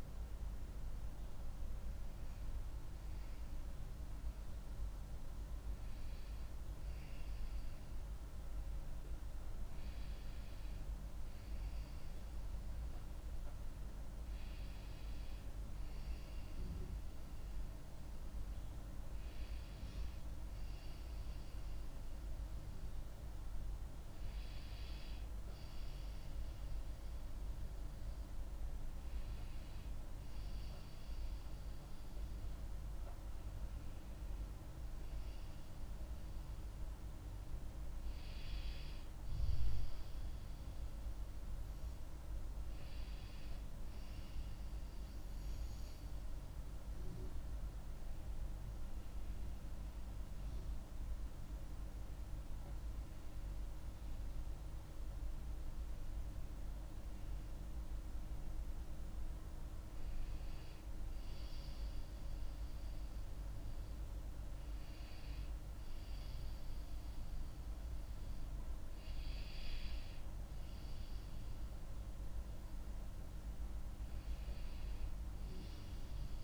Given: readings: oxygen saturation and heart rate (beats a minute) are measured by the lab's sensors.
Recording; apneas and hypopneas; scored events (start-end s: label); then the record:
breathing in sleep, hard to hear, by a room microphone; none
10.00-76.44 s: new sleep stage, N2 (light sleep)
From the record:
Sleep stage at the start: N1 (lightest sleep); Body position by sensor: on the back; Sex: female